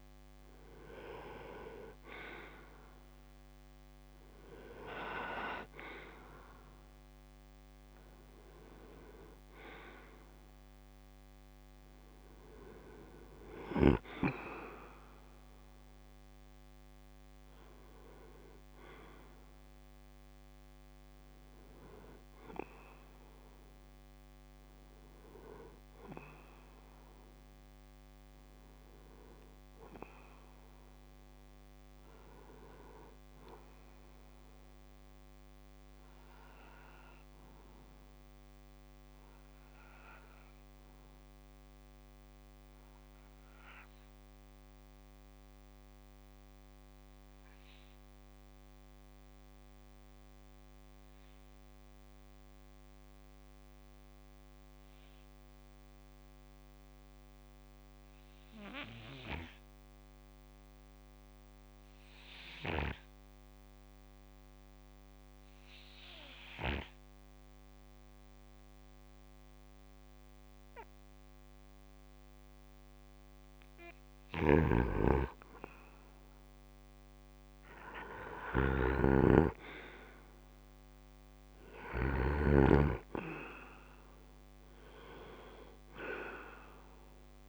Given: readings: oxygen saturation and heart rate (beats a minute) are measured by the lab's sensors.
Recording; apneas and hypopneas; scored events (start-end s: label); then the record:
breathing in sleep by a microphone on the trachea; 1
0.00-15.50 s: oxygen desaturation (device-marked, oxygen 90% lowest, heart rate 56 extreme)
15.50-20.50 s: arousal
39.50-73.50 s: mixed apnea (oxygen 96% before, 83% lowest, heart rate 64 before, 56 extreme, up 2 after)
58.50-87.48 s: oxygen desaturation (device-marked, oxygen 98% before, 83% lowest, heart rate 64 before, 64 extreme)
74.00-82.00 s: snoring (device-marked)
77.00-81.00 s: arousal
From the record:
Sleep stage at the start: N2 (light sleep); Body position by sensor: on the back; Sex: male